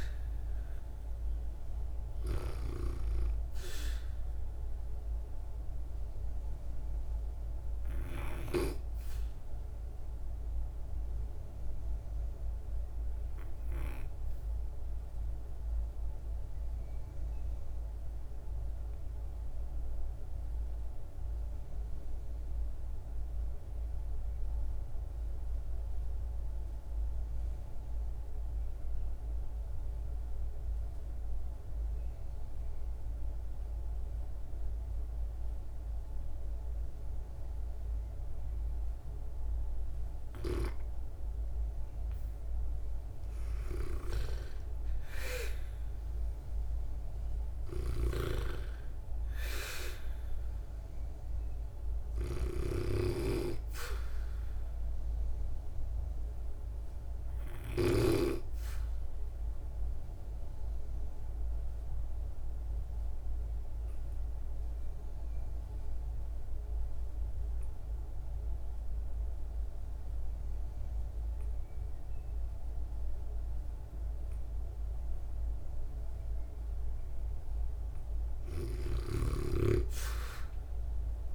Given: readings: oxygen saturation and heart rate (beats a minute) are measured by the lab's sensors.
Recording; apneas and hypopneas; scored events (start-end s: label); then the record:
breathing in sleep by a room microphone; 2
0.00-19.50 s: oxygen desaturation (device-marked, oxygen 80% lowest, heart rate 50 extreme)
4.00-39.50 s: obstructive apnea (oxygen 97% before, 80% lowest, heart rate 58 before, 50 extreme, up 6 after)
35.50-68.50 s: oxygen desaturation (device-marked, oxygen 98% before, 82% lowest, heart rate 55 before, 51 extreme)
41.50-46.00 s: arousal
47.00-57.50 s: snoring (device-marked)
58.50-76.00 s: obstructive apnea (oxygen 97% before, 82% lowest, heart rate 58 before, 58 extreme, up 2 after)
78.00-81.35 s: arousal
78.00-81.35 s: snoring (device-marked)
From the record:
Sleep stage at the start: REM sleep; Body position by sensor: on the back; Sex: female